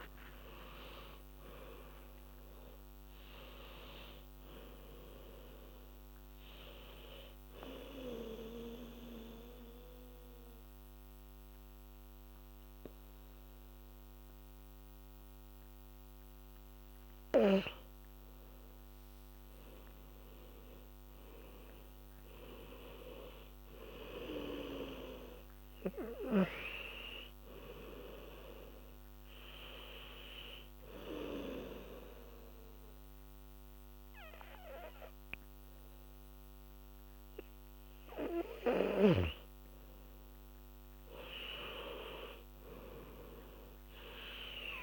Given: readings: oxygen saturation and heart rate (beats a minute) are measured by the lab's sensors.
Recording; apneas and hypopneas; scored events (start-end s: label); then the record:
breathing in sleep by a microphone on the trachea; 1
7.00-18.00 s: obstructive apnea (oxygen 98% before, 90% lowest, heart rate 90 before, 66 extreme, up 16 after)
20.50-24.50 s: arousal
23.50-35.50 s: oxygen desaturation (device-marked, oxygen 99% before, 90% lowest, heart rate 80 before, 76 extreme)
40.50-43.50 s: arousal
From the record:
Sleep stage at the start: N2 (light sleep); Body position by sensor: on the back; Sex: female